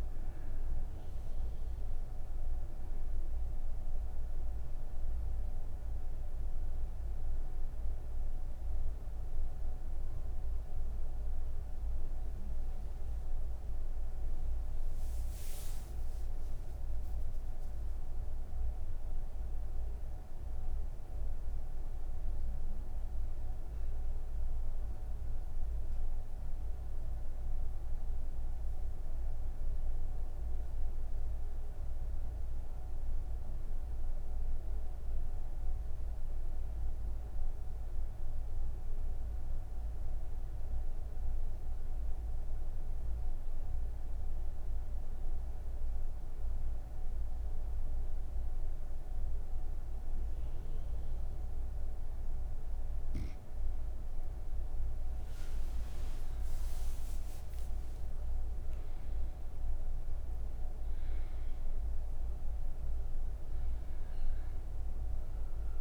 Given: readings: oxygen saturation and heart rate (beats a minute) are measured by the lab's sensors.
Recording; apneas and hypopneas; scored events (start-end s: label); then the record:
breathing in sleep, hard to hear, by a room microphone; none
1.00-31.00 s: oxygen desaturation (device-marked, oxygen 94% before, 88% lowest)
From the record:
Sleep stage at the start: N2 (light sleep); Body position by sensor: on the right side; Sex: female